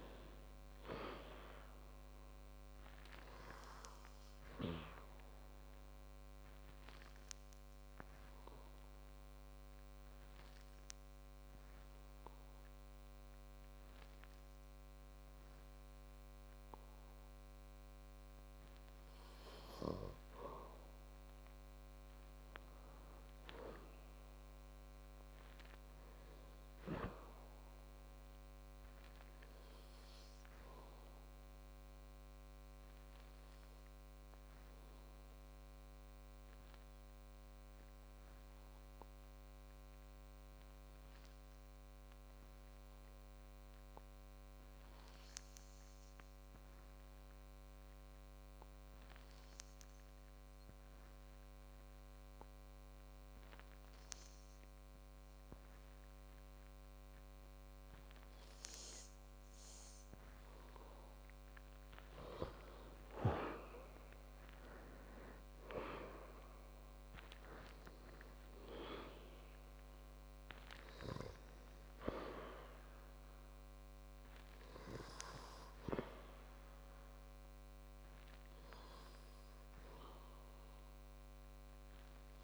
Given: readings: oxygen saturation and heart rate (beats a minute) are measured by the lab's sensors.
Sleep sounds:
breathing in sleep by a microphone on the trachea; 2
0.00-1.00 s: arousal
5.50-20.00 s: hypopnea (oxygen 99% before, 95% lowest, heart rate 69 before, 51 extreme, up 29 after)
22.50-26.00 s: arousal
34.50-60.50 s: hypopnea (oxygen 97% before, 93% lowest, heart rate 64 before, 49 extreme, up 10 after)
63.00-67.50 s: arousal
From the record:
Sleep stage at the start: N2 (light sleep); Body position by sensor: on the back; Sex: male

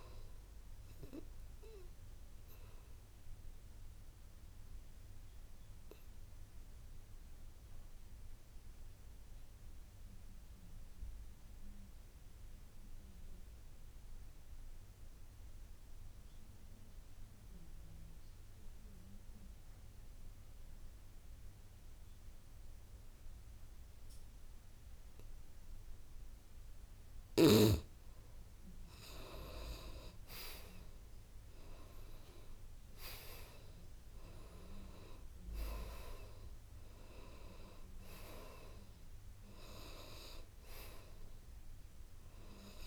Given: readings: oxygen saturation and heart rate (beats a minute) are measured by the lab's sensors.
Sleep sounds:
breathing in sleep by a room microphone; 1
0.00-16.50 s: oxygen desaturation (device-marked, oxygen 81% lowest, heart rate 54 extreme)
3.50-28.00 s: obstructive apnea (oxygen 98% before, 81% lowest, heart rate 65 before, 54 extreme, up 8 after)
30.00-33.50 s: arousal
31.50-42.87 s: oxygen desaturation (device-marked, oxygen 99% before, 83% lowest, heart rate 60 before, 53 extreme)
From the record:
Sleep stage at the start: N2 (light sleep); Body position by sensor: on the back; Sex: male

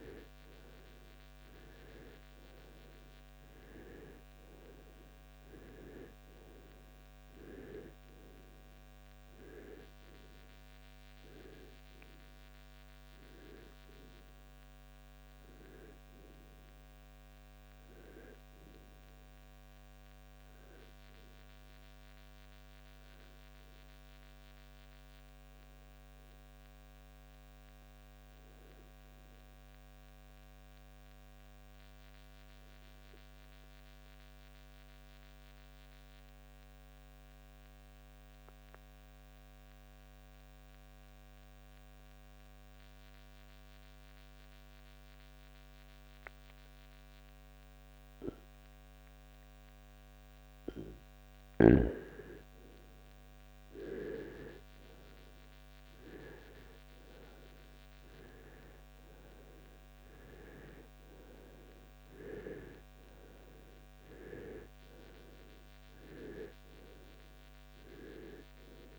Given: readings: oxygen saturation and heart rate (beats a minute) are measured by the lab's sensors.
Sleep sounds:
breathing in sleep by a microphone on the trachea; 1
19.50-44.50 s: oxygen desaturation (device-marked, oxygen 96% before, 86% lowest, heart rate 68 before, 59 extreme)
24.00-28.50 s: arousal
32.50-50.00 s: obstructive apnea (oxygen 96% before, 84% lowest, heart rate 71 before, 61 extreme, up 4 after)
52.50-57.00 s: arousal
65.50-68.99 s: oxygen desaturation (device-marked, oxygen 95% before, 84% lowest, heart rate 65 before, 50 extreme)
From the record:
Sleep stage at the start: REM sleep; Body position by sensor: on the right side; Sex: male

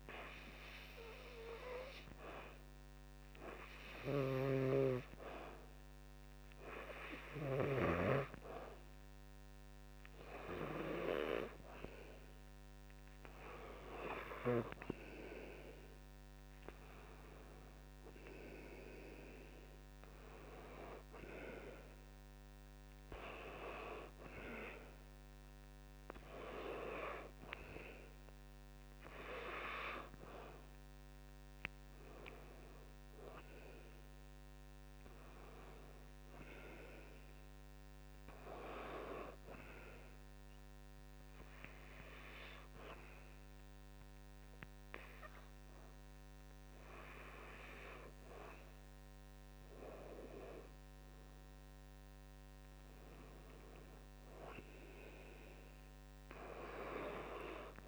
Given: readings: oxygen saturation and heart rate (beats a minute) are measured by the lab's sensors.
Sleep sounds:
breathing in sleep by a microphone on the trachea; 1
0.00-1.00 s: oxygen desaturation (device-marked, oxygen 89% lowest, heart rate 56 extreme)
0.00-3.00 s: arousal
3.00-20.00 s: oxygen desaturation (device-marked, oxygen 91% before, 77% lowest, heart rate 62 before, 63 extreme)
4.00-8.00 s: snoring (device-marked)
33.00-36.50 s: arousal
40.50-52.00 s: hypopnea (oxygen 95% before, 90% lowest, heart rate 69 before, 55 extreme, up 4 after)
53.00-57.00 s: arousal
From the record:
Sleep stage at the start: N2 (light sleep); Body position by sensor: on the back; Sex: male

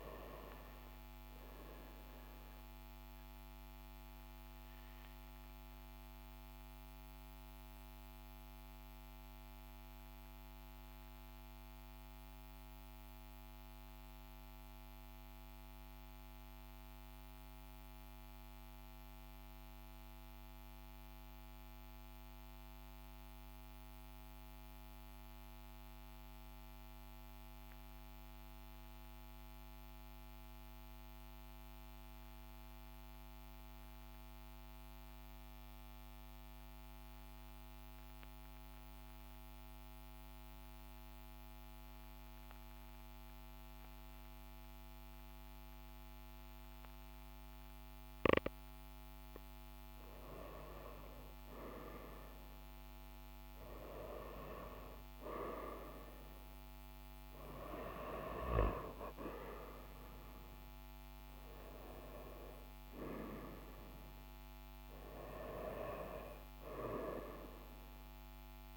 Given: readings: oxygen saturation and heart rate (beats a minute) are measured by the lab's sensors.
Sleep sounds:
breathing in sleep by a microphone on the trachea; 1
0.00-15.50 s: oxygen desaturation (device-marked, oxygen 93% lowest, heart rate 39 extreme)
4.50-47.50 s: obstructive apnea (oxygen 98% before, 92% lowest, heart rate 43 before, 39 extreme, up 2 after)
48.50-61.50 s: oxygen desaturation (device-marked, oxygen 99% before, 95% lowest, heart rate 41 before, 39 extreme)
49.50-54.00 s: arousal
From the record:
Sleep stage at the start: N2 (light sleep); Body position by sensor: on the back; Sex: male

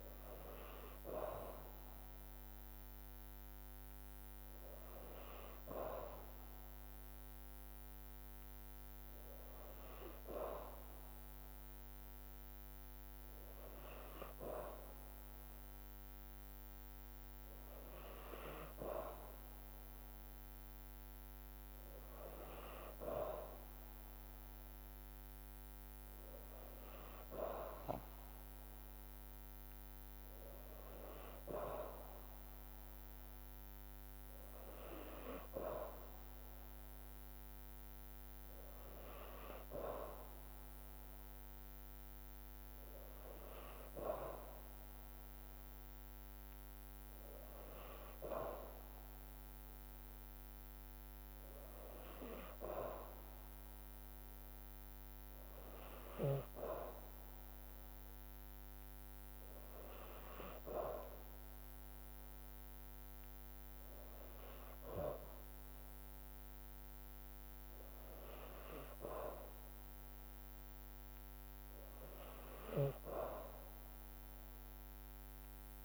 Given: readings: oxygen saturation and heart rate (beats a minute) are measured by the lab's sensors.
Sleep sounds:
breathing in sleep by a microphone on the trachea; none
none scored
From the record:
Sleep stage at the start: N2 (light sleep); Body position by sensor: on the back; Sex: female

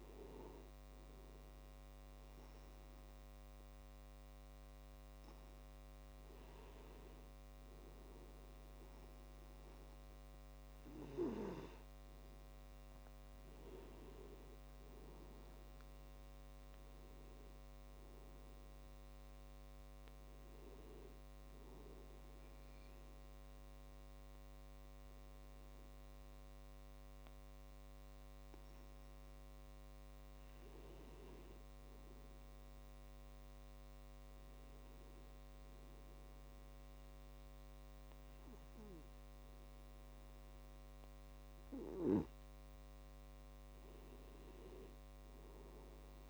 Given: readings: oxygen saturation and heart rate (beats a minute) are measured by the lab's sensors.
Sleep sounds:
breathing in sleep, hard to hear, by a microphone on the trachea; 1
21.50-31.50 s: obstructive apnea (oxygen 96% before, 94% lowest)
33.50-36.50 s: arousal
From the record:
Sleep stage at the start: N2 (light sleep); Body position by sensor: on the back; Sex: male

